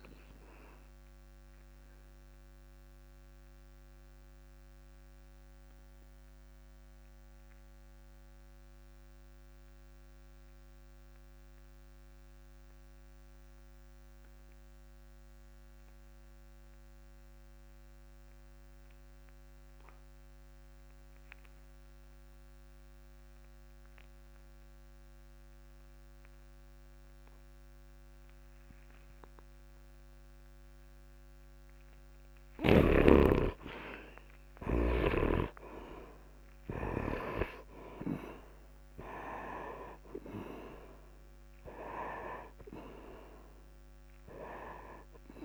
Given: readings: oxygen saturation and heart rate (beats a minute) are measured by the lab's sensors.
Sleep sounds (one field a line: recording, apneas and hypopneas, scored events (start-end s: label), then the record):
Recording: breathing in sleep by a microphone on the trachea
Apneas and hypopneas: 1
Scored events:
0.00-7.00 s: oxygen desaturation (device-marked, oxygen 67% lowest, heart rate 47 extreme)
2.00-32.50 s: obstructive apnea (oxygen 94% before, 68% lowest, heart rate 64 before, 50 extreme, up 6 after)
21.00-45.45 s: oxygen desaturation (device-marked, oxygen 100% before, 68% lowest, heart rate 68 before, 50 extreme)
34.00-37.50 s: arousal
From the record:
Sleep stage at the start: N2 (light sleep)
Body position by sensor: on the back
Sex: male